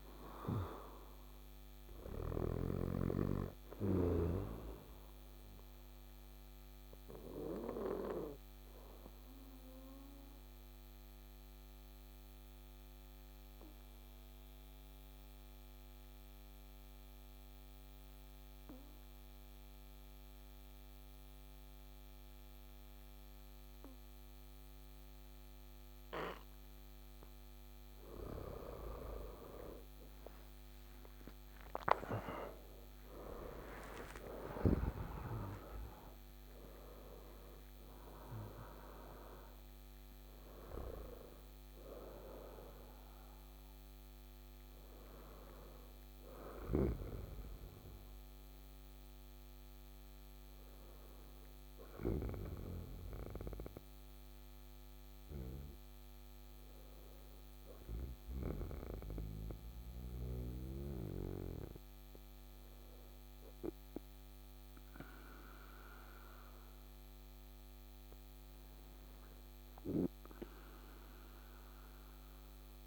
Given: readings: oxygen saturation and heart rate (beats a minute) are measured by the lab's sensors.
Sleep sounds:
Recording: breathing in sleep by a microphone on the trachea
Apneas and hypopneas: 1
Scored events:
0.00-2.00 s: snoring (device-marked)
0.50-20.50 s: oxygen desaturation (device-marked, oxygen 99% before, 95% lowest, heart rate 57 before, 55 extreme)
4.50-27.50 s: obstructive apnea (oxygen 99% before, 92% lowest, heart rate 58 before, 55 extreme, up 14 after)
29.50-32.50 s: arousal
30.50-50.50 s: oxygen desaturation (device-marked, oxygen 98% before, 92% lowest, heart rate 57 before, 56 extreme)
30.50-60.50 s: new sleep stage, N1 (lightest sleep)
60.50-72.87 s: new sleep stage, N2 (light sleep)
From the record:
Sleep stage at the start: N2 (light sleep)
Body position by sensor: on the back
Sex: male

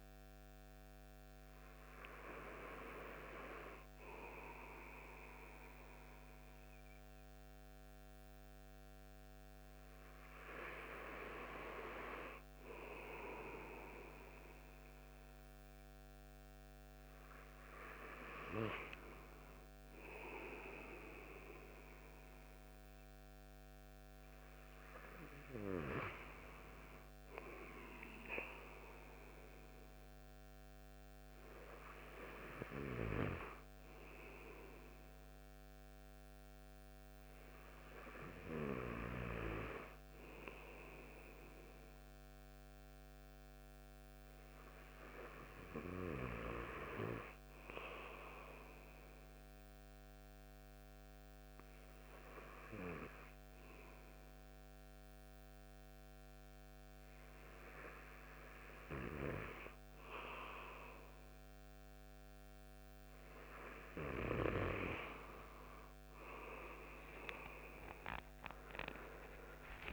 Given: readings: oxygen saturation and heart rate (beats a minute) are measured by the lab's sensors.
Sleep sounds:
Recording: breathing in sleep by a microphone on the trachea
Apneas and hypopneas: 1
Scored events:
47.50-59.50 s: hypopnea (oxygen 97% before, 92% lowest)
67.50-69.92 s: arousal
From the record:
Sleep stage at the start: N2 (light sleep)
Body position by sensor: on the back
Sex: male

